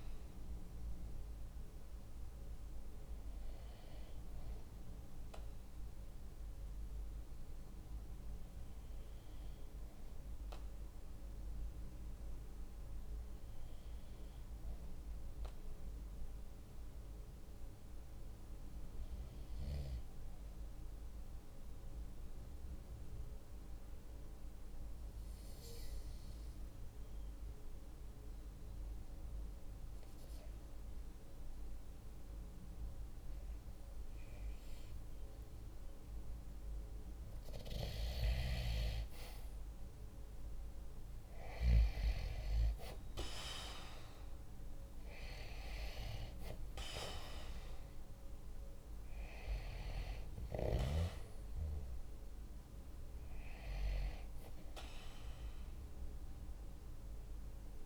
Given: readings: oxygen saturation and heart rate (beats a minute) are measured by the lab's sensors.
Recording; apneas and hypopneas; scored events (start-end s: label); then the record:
breathing in sleep by a room microphone; 1
4.50-37.00 s: hypopnea (oxygen 97% before, 92% lowest, heart rate 47 before, 45 extreme, up 2 after)
39.00-43.50 s: arousal
48.50-57.86 s: oxygen desaturation (device-marked, oxygen 96% before, 92% lowest, heart rate 46 before, 45 extreme)
From the record:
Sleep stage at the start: N2 (light sleep); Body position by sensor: on the right side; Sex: male